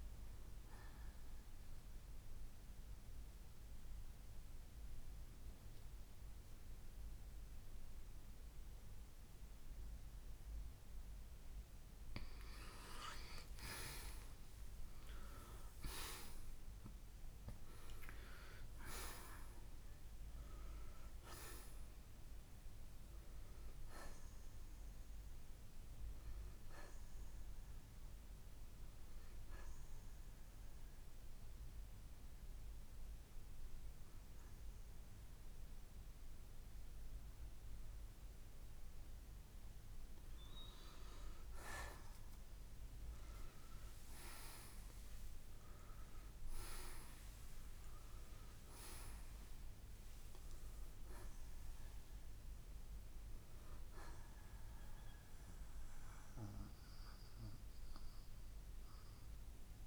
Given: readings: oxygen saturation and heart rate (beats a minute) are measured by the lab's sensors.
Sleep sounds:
breathing in sleep by a room microphone; 2
1.50-12.50 s: mixed apnea (oxygen 94% before, 82% lowest, heart rate 63 before, 49 extreme, up 10 after)
14.50-20.50 s: arousal
26.00-45.00 s: oxygen desaturation (device-marked, oxygen 92% before, 82% lowest, heart rate 59 before, 53 extreme)
27.50-40.00 s: hypopnea (oxygen 94% before, 82% lowest, heart rate 59 before, 53 extreme, up 17 after)
43.00-49.00 s: arousal
58.00-59.87 s: oxygen desaturation (device-marked, oxygen 94% before, 88% lowest, heart rate 66 before, 57 extreme)
From the record:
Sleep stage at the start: N2 (light sleep); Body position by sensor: on the right side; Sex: male

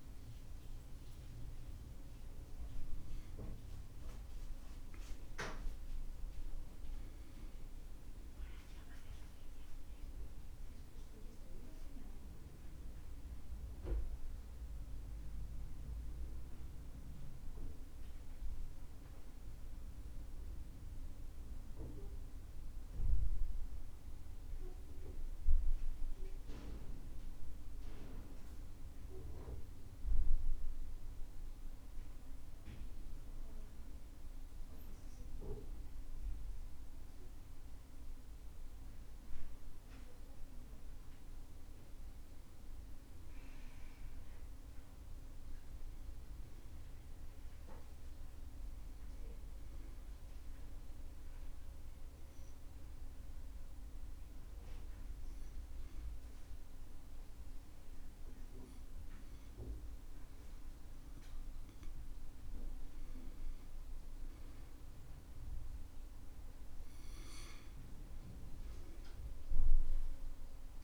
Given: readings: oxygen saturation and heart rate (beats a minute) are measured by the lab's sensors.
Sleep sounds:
breathing in sleep by a room microphone; 1
45.50-50.00 s: arousal
53.00-63.50 s: hypopnea (oxygen 94% before, 90% lowest, heart rate 70 before, 68 extreme, up 7 after)
66.00-70.50 s: arousal
From the record:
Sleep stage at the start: N2 (light sleep); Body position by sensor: on the back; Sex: male

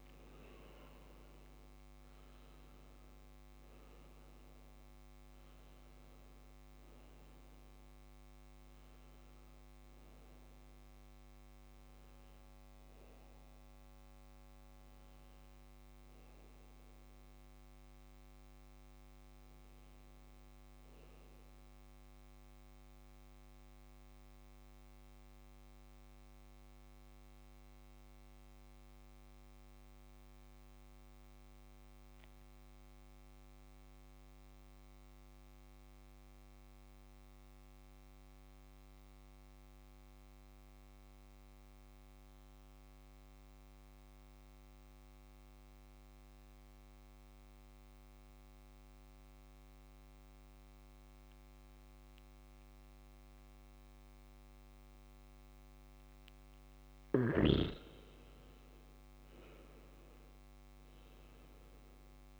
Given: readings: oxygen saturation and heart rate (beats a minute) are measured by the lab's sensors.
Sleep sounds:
breathing in sleep, hard to hear, by a microphone on the trachea; 1
0.00-17.50 s: oxygen desaturation (device-marked, oxygen 93% lowest, heart rate 58 extreme)
23.00-56.50 s: mixed apnea (oxygen 97% before, 93% lowest, heart rate 60 before, 57 extreme)
52.50-62.40 s: oxygen desaturation (device-marked, oxygen 99% before, 93% lowest, heart rate 69 before, 57 extreme)
58.00-62.40 s: arousal
From the record:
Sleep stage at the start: N2 (light sleep); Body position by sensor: on the back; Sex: male

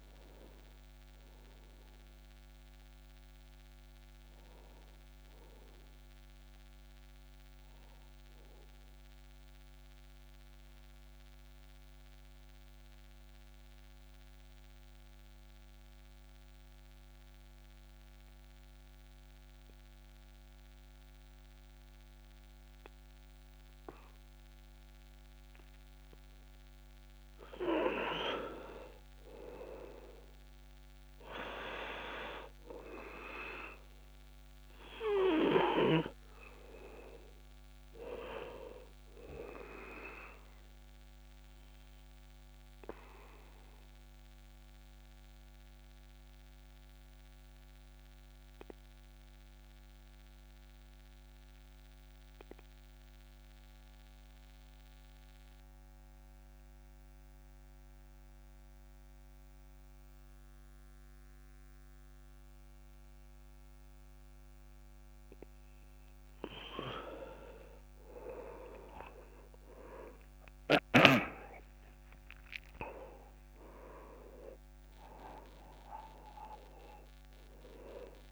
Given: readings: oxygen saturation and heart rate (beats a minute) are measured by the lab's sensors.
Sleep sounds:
breathing in sleep by a microphone on the trachea; 2
0.00-7.50 s: oxygen desaturation (device-marked, oxygen 91% lowest, heart rate 38 extreme)
6.00-28.00 s: obstructive apnea (oxygen 99% before, 90% lowest, heart rate 61 before, 55 extreme, up 47 after)
21.50-25.50 s: tachycardia (device-marked, heart rate 58 before, 108 extreme)
28.50-56.50 s: oxygen desaturation (device-marked, oxygen 99% before, 91% lowest, heart rate 74 before, 46 extreme)
30.00-33.50 s: arousal
40.50-65.50 s: obstructive apnea (oxygen 99% before, 90% lowest, heart rate 89 before, 43 extreme)
65.50-70.50 s: tachycardia (device-marked, heart rate 59 before, 118 extreme)
67.50-71.50 s: arousal
71.50-78.32 s: oxygen desaturation (device-marked, oxygen 98% before, 90% lowest, heart rate 66 before, 29 extreme)
From the record:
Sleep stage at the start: N2 (light sleep); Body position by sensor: on the back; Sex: male

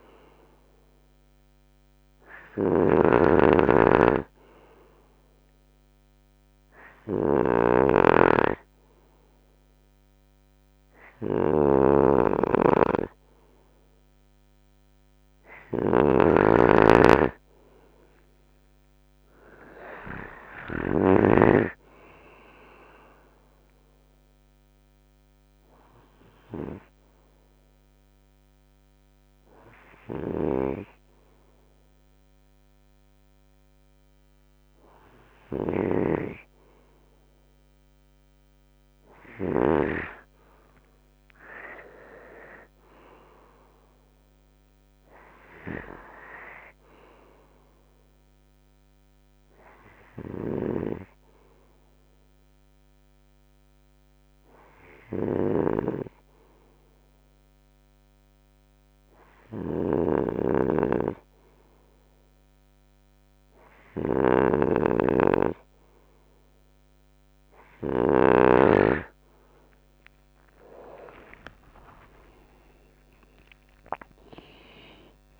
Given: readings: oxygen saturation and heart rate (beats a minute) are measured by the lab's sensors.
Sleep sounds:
breathing in sleep by a microphone on the trachea; 3
0.00-20.50 s: snoring (device-marked)
4.00-15.00 s: hypopnea (oxygen 97% before, 94% lowest, heart rate 72 before, 70 extreme, up 5 after)
17.50-20.50 s: arousal
20.50-32.50 s: drop in pulse transit time (device-marked, heart rate 75 before, 70 extreme)
24.00-36.50 s: hypopnea (oxygen 96% before, 94% lowest, heart rate 76 before, 70 extreme, up 7 after)
40.50-44.50 s: arousal
48.50-65.50 s: hypopnea (oxygen 98% before, 94% lowest, heart rate 73 before, 71 extreme, up 37 after)
49.50-67.50 s: snoring (device-marked)
64.50-75.40 s: new sleep stage, awake
68.50-73.50 s: tachycardia (device-marked, heart rate 77 before, 109 extreme)
70.50-75.40 s: drop in pulse transit time (device-marked, heart rate 72 before, 80 extreme)
From the record:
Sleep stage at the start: N2 (light sleep); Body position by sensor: on the right side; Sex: male

